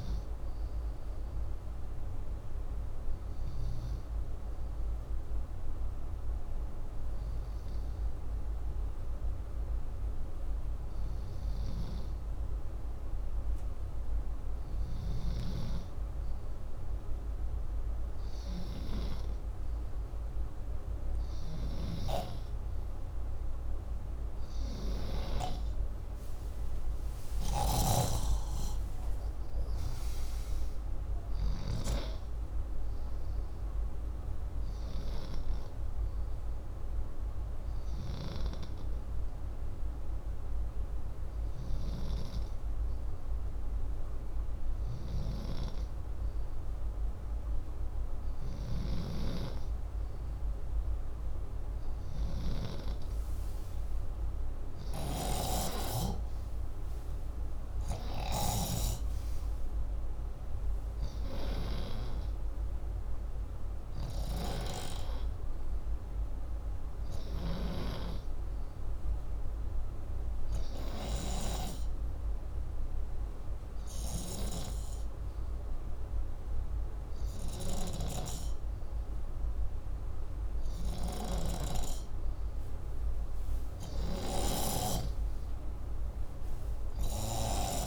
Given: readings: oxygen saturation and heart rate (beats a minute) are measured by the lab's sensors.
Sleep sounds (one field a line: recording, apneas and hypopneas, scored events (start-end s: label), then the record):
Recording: breathing in sleep by a room microphone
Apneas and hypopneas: 2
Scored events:
0.50-11.50 s: hypopnea (oxygen 97% before, 92% lowest, heart rate 60 before, 62 extreme, up 1 after)
14.00-18.00 s: arousal
28.50-47.50 s: oxygen desaturation (device-marked, oxygen 98% before, 92% lowest, heart rate 63 before, 60 extreme)
37.00-49.50 s: hypopnea (oxygen 98% before, 91% lowest, heart rate 65 before, 60 extreme, up 7 after)
52.50-57.00 s: arousal
69.50-81.50 s: oxygen desaturation (device-marked, oxygen 96% before, 92% lowest, heart rate 65 before, 61 extreme)
From the record:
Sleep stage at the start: N2 (light sleep)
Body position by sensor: upright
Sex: male